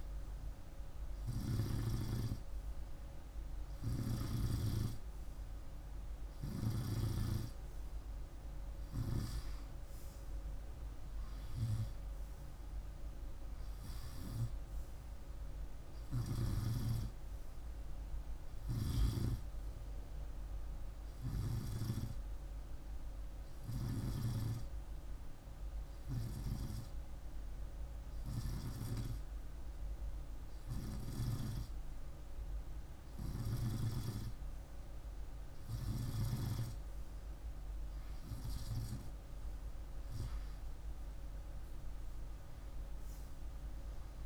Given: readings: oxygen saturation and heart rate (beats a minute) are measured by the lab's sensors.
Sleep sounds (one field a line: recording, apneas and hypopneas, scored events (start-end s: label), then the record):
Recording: breathing in sleep by a room microphone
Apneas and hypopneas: none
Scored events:
23.00-33.00 s: snoring (device-marked)
From the record:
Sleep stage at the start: N2 (light sleep)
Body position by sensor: on the right side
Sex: male